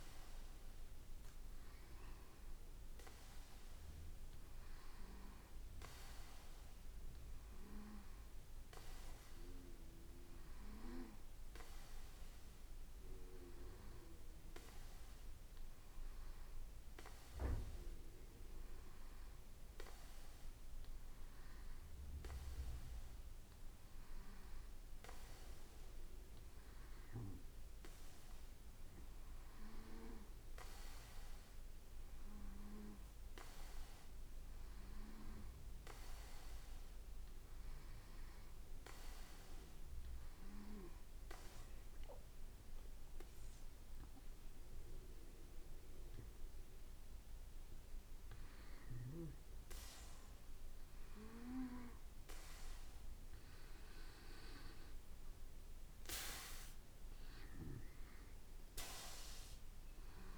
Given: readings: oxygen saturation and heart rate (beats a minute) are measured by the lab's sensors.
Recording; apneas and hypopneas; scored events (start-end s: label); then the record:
breathing in sleep by a room microphone; 1
36.00-49.00 s: hypopnea (oxygen 94% before, 90% lowest, heart rate 58 before, 57 extreme, up 1 after)
52.00-57.00 s: arousal
From the record:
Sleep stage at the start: N2 (light sleep); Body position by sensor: on the back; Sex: male